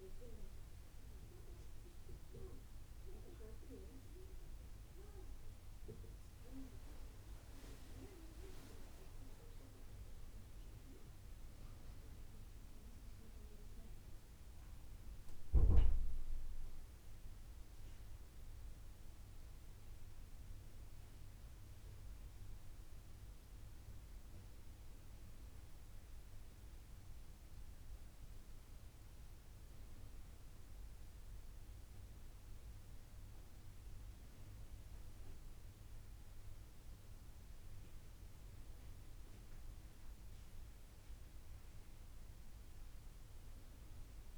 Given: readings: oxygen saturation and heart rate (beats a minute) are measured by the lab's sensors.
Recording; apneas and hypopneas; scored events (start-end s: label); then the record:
breathing in sleep by a room microphone; none
none scored
From the record:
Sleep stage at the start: N1 (lightest sleep); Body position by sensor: on the back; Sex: female